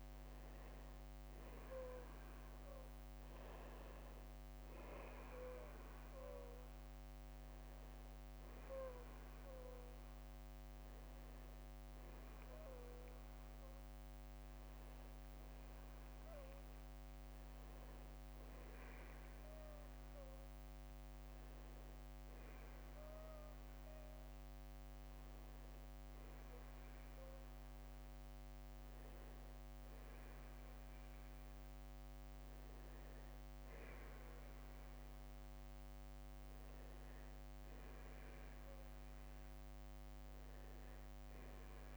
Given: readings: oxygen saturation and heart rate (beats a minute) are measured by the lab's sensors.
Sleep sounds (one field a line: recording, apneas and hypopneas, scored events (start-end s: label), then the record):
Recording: breathing in sleep, hard to hear, by a microphone on the trachea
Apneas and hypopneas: none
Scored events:
0.50-13.50 s: oxygen desaturation (device-marked, oxygen 93% before, 89% lowest, heart rate 56 before, 48 extreme)
35.50-39.50 s: arousal
From the record:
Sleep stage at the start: N2 (light sleep)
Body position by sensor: on the back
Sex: male